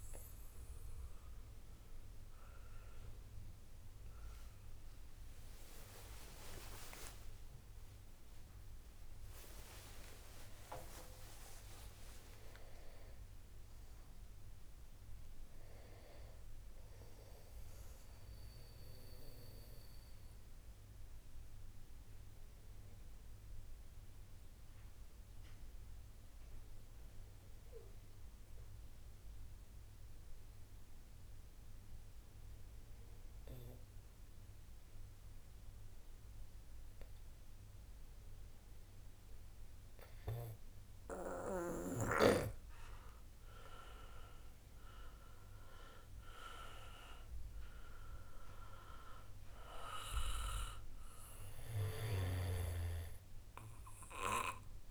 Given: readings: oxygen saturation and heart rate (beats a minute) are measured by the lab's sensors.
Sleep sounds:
breathing in sleep by a room microphone; 1
0.00-14.00 s: oxygen desaturation (device-marked, oxygen 88% lowest, heart rate 26 extreme)
10.50-15.00 s: arousal
19.50-41.00 s: obstructive apnea (oxygen 97% before, 90% lowest, heart rate 71 before, 52 extreme, up 1 after)
42.00-54.91 s: oxygen desaturation (device-marked, oxygen 97% before, 90% lowest, heart rate 61 before, 52 extreme)
43.00-47.50 s: arousal
From the record:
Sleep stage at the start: N2 (light sleep); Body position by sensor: on the back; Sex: male

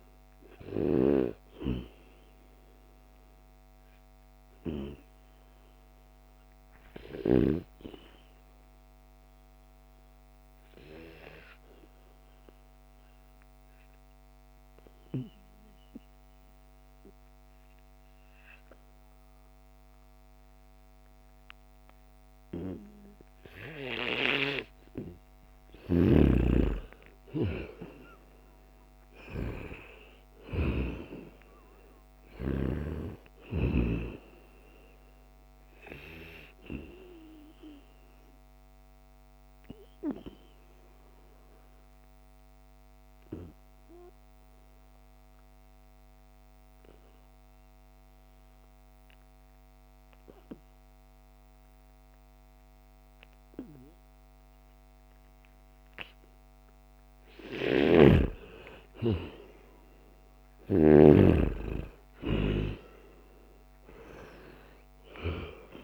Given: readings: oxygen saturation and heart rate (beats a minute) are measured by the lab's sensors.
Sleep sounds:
breathing in sleep by a microphone on the trachea; 2
0.00-13.50 s: oxygen desaturation (device-marked, oxygen 88% lowest, heart rate 70 extreme)
2.50-26.50 s: obstructive apnea (oxygen 97% before, 88% lowest, heart rate 74 before, 72 extreme, up 7 after)
27.50-48.50 s: oxygen desaturation (device-marked, oxygen 97% before, 91% lowest, heart rate 76 before, 72 extreme)
28.00-32.50 s: arousal
36.50-57.50 s: obstructive apnea (oxygen 97% before, 91% lowest, heart rate 75 before, 72 extreme, up 3 after)
58.50-63.50 s: arousal
62.50-65.84 s: oxygen desaturation (device-marked, oxygen 97% before, 91% lowest, heart rate 75 before, 71 extreme)
From the record:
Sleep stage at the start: N2 (light sleep); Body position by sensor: on the back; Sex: male

